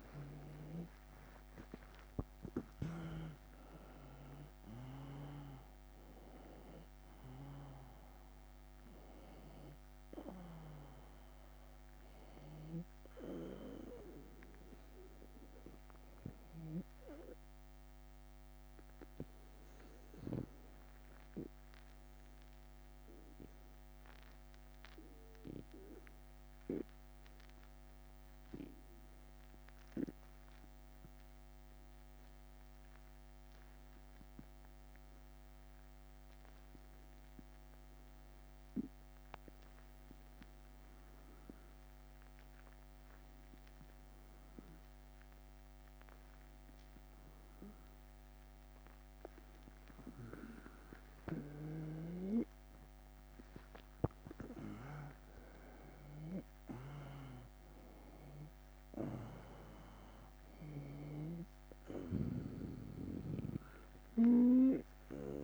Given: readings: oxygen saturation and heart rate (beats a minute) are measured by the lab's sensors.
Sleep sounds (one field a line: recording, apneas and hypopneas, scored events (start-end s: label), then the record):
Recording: breathing in sleep by a microphone on the trachea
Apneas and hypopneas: 1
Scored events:
0.00-1.50 s: arousal
0.00-3.00 s: snoring (device-marked)
0.00-10.50 s: oxygen desaturation (device-marked, oxygen 89% lowest, heart rate 73 extreme)
0.50-12.50 s: drop in pulse transit time (device-marked, heart rate 78 before, 78 extreme)
12.00-16.50 s: snoring (device-marked)
20.50-50.00 s: obstructive apnea (oxygen 93% before, 90% lowest, heart rate 79 before, 74 extreme, up 7 after)
45.50-65.44 s: oxygen desaturation (device-marked, oxygen 97% before, 92% lowest, heart rate 80 before, 74 extreme)
51.00-61.00 s: snoring (device-marked)
53.00-57.00 s: arousal
53.50-65.44 s: drop in pulse transit time (device-marked, heart rate 79 before, 77 extreme)
From the record:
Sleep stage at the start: N2 (light sleep)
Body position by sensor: on the right side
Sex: male